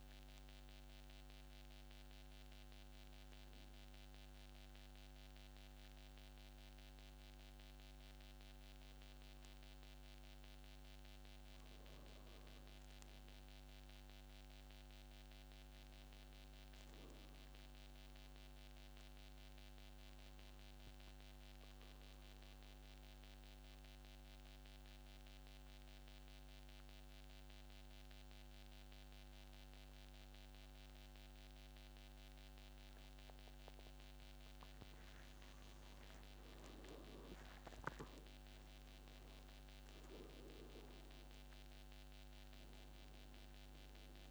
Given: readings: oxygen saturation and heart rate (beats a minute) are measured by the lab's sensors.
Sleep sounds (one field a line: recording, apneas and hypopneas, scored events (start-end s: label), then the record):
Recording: breathing in sleep, hard to hear, by a microphone on the trachea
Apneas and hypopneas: 2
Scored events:
0.00-10.00 s: oxygen desaturation (device-marked, oxygen 94% lowest, heart rate 53 extreme)
3.00-13.00 s: obstructive apnea (oxygen 99% before, 89% lowest, heart rate 60 before, 54 extreme, up 8 after)
14.00-17.00 s: arousal
22.00-33.00 s: oxygen desaturation (device-marked, oxygen 96% before, 93% lowest, heart rate 57 before, 53 extreme)
22.50-34.50 s: obstructive apnea (oxygen 97% before, 89% lowest, heart rate 57 before, 53 extreme, up 14 after)
36.50-41.50 s: arousal
41.00-44.31 s: oxygen desaturation (device-marked, oxygen 95% before, 89% lowest, heart rate 61 before, 51 extreme)
From the record:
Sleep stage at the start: N2 (light sleep)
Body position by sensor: on the back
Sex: male